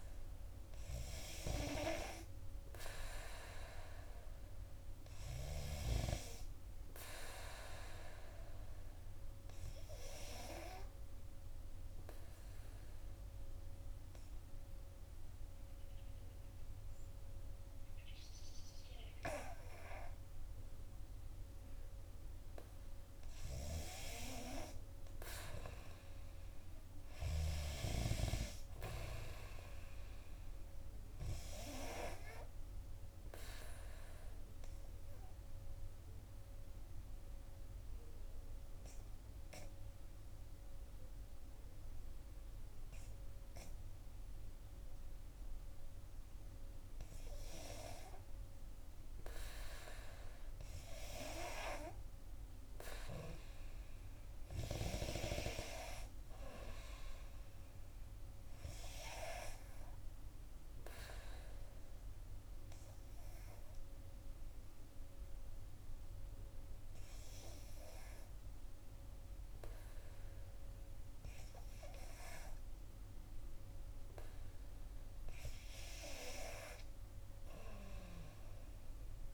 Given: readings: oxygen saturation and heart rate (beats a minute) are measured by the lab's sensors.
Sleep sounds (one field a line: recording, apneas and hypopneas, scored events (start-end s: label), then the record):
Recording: breathing in sleep by a room microphone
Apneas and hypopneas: 3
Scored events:
10.00-23.00 s: obstructive apnea (oxygen 94% before, 91% lowest, heart rate 61 before, 58 extreme, up 5 after)
26.50-29.50 s: arousal
33.00-46.50 s: obstructive apnea (oxygen 94% before, 91% lowest, heart rate 61 before, 58 extreme, up 4 after)
33.50-49.50 s: oxygen desaturation (device-marked, oxygen 94% before, 91% lowest, heart rate 61 before, 58 extreme)
50.00-54.00 s: arousal
60.00-73.50 s: obstructive apnea (oxygen 95% before, 90% lowest, heart rate 60 before, 59 extreme, up 3 after)
76.00-79.00 s: arousal
From the record:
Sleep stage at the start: N2 (light sleep)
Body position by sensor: on the back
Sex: female